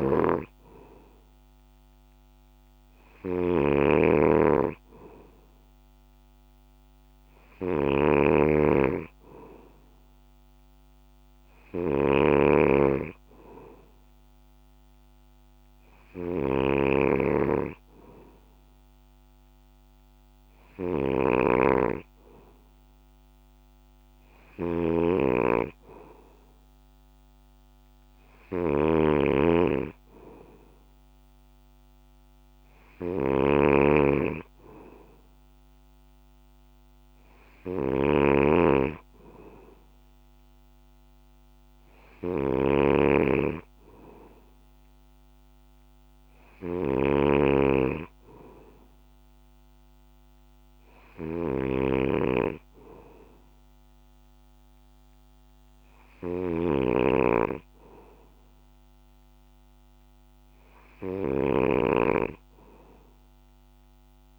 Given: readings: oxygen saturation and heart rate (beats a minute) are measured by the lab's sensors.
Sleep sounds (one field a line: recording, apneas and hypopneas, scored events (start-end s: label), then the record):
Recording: breathing in sleep by a microphone on the trachea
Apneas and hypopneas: none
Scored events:
0.00-64.39 s: snoring (device-marked)
From the record:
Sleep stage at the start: N2 (light sleep)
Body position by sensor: on the back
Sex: male